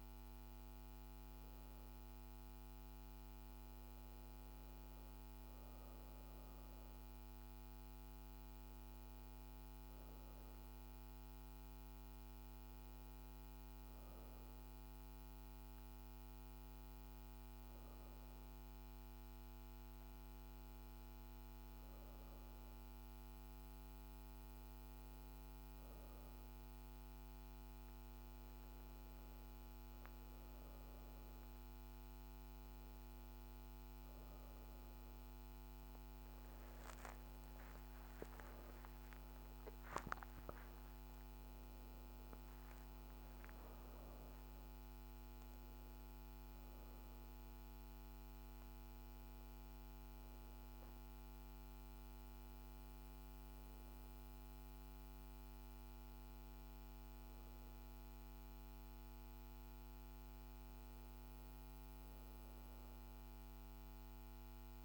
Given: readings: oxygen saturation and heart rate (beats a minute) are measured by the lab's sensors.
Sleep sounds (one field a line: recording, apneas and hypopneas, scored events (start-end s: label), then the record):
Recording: breathing in sleep, hard to hear, by a microphone on the trachea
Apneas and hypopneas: none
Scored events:
36.00-40.00 s: arousal
From the record:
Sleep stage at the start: N1 (lightest sleep)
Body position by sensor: on the back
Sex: female